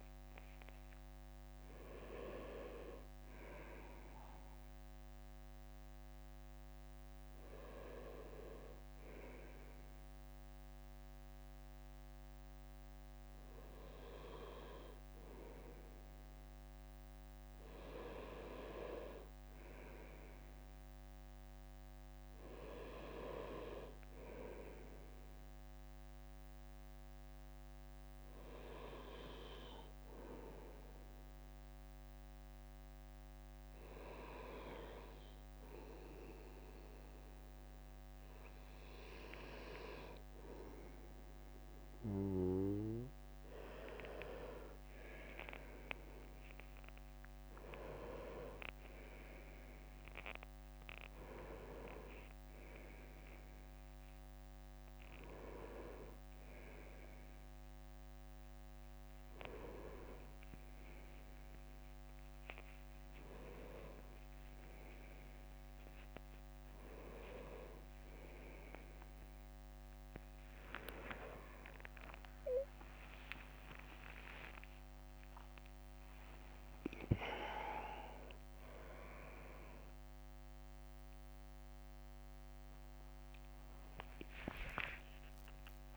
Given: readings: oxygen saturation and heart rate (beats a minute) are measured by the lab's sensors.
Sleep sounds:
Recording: breathing in sleep by a microphone on the trachea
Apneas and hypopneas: 1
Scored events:
8.50-15.50 s: bradycardia (device-marked, heart rate 65 before, 59 extreme)
15.50-46.50 s: drop in pulse transit time (device-marked, heart rate 63 before, 56 extreme)
22.50-25.50 s: arousal
24.50-34.50 s: bradycardia (device-marked, heart rate 65 before, 56 extreme)
27.50-39.50 s: hypopnea (oxygen 98% before, 92% lowest, heart rate 60 before, 57 extreme, up 9 after)
45.00-49.50 s: arousal
69.50-79.00 s: leg movement (device-marked)
73.50-81.50 s: drop in pulse transit time (device-marked, heart rate 67 before, 69 extreme)
82.50-85.97 s: new sleep stage, awake
83.50-85.50 s: long interval between heartbeats (device-marked, heart rate 70 before, 83 extreme)
From the record:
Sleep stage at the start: N2 (light sleep)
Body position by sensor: on the right side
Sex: male

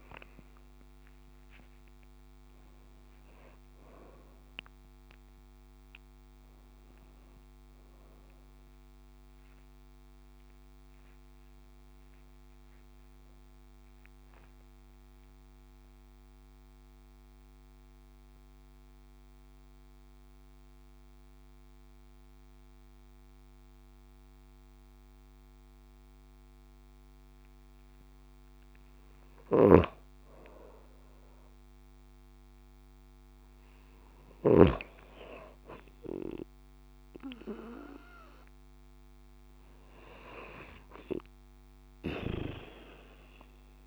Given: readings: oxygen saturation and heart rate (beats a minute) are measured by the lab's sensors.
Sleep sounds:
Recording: breathing in sleep by a microphone on the trachea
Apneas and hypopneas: 1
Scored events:
1.00-3.00 s: long interval between heartbeats (device-marked, heart rate 37 before, 45 extreme)
7.00-11.00 s: arousal
9.00-11.00 s: long interval between heartbeats (device-marked)
12.50-14.50 s: long interval between heartbeats (device-marked, heart rate 30 before, 49 extreme)
14.00-27.50 s: central apnea (oxygen 95% before, 92% lowest)
14.50-16.50 s: long interval between heartbeats (device-marked, heart rate 35 before, 50 extreme)
20.50-22.50 s: long interval between heartbeats (device-marked)
26.50-28.50 s: long interval between heartbeats (device-marked, heart rate 33 before, 25 extreme)
29.00-34.50 s: snoring (device-marked)
29.50-34.50 s: arousal
39.00-43.87 s: oxygen desaturation (device-marked, oxygen 96% before, 92% lowest)
42.50-43.87 s: long interval between heartbeats (device-marked)
From the record:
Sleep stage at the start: N2 (light sleep)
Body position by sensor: on the right side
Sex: female

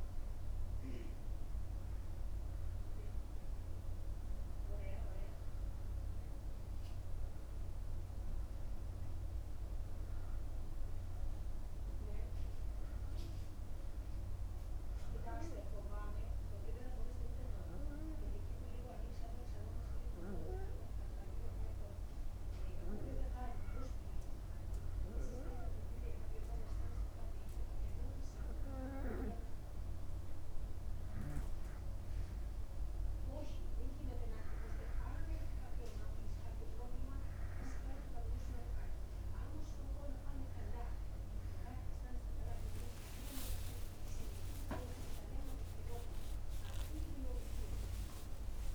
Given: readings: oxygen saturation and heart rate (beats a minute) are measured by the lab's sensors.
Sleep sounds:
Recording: breathing in sleep by a room microphone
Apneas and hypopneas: 1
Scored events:
7.50-11.00 s: arousal
13.50-29.50 s: hypopnea (oxygen 92% before, 87% lowest)
43.50-47.50 s: arousal
From the record:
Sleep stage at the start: N2 (light sleep)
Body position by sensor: upright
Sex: male

